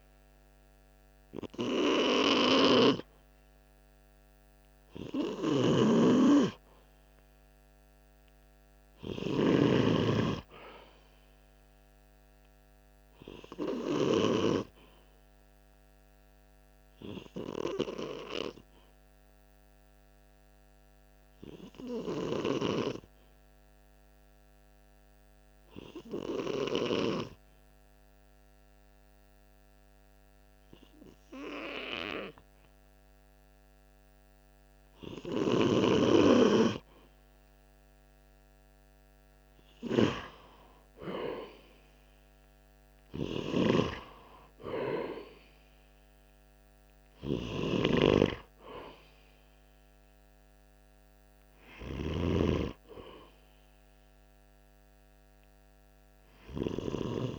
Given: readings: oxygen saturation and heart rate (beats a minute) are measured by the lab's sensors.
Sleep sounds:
breathing in sleep by a microphone on the trachea; 1
3.00-25.00 s: oxygen desaturation (device-marked, oxygen 98% before, 93% lowest, heart rate 48 before, 46 extreme)
12.00-39.00 s: obstructive apnea (oxygen 98% before, 93% lowest, heart rate 47 before, 46 extreme, up 4 after)
39.50-43.00 s: arousal
From the record:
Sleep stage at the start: N2 (light sleep); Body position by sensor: on the right side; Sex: male

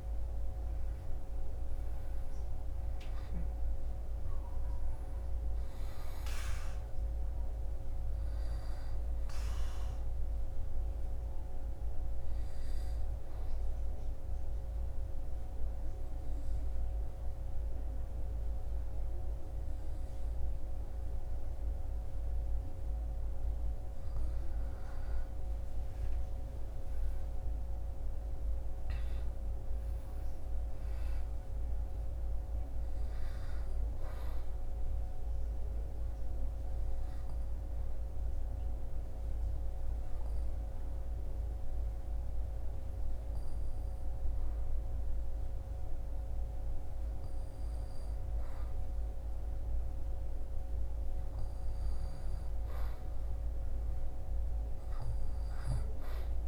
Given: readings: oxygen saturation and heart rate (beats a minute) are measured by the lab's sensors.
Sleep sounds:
breathing in sleep, hard to hear, by a room microphone; 2
11.50-24.00 s: obstructive apnea (oxygen 99% before, 95% lowest, heart rate 66 before, 59 extreme, up 18 after)
26.50-29.50 s: arousal
35.00-51.50 s: obstructive apnea (oxygen 99% before, 95% lowest, heart rate 66 before, 60 extreme, up 2 after)
53.00-56.48 s: arousal
From the record:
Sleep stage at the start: N2 (light sleep); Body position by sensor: on the back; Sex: male

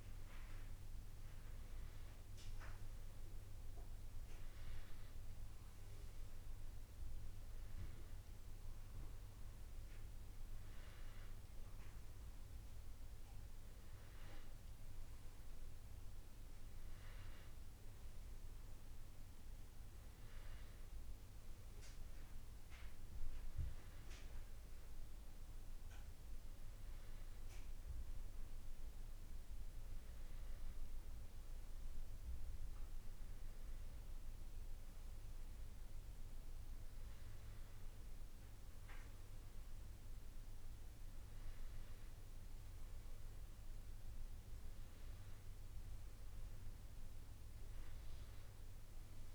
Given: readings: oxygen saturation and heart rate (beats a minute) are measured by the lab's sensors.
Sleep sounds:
breathing in sleep, hard to hear, by a room microphone; none
6.00-49.35 s: new sleep stage, N2 (light sleep)
From the record:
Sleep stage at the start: N1 (lightest sleep); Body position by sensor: on the back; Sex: male

